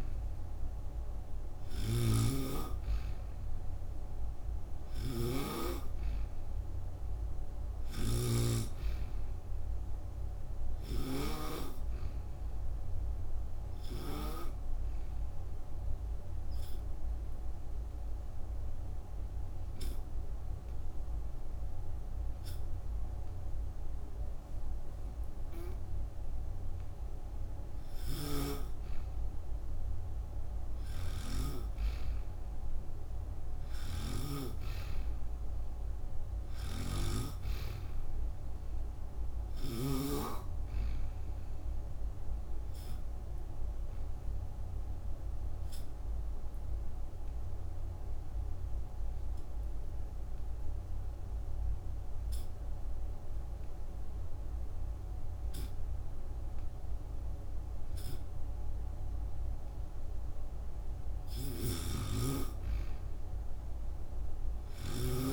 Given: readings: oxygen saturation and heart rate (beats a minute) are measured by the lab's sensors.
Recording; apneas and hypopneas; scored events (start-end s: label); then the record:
breathing in sleep by a room microphone; 2
0.00-11.00 s: snoring (device-marked)
13.00-27.50 s: obstructive apnea (oxygen 97% before, 92% lowest)
27.50-34.00 s: snoring (device-marked)
31.00-34.50 s: arousal
36.00-39.50 s: snoring (device-marked)
40.50-61.00 s: hypopnea (oxygen 95% before, 92% lowest)
53.00-65.33 s: oxygen desaturation (device-marked, oxygen 96% before, 93% lowest)
61.00-65.00 s: snoring (device-marked)
64.00-65.33 s: arousal
From the record:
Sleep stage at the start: N2 (light sleep); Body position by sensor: on the back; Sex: female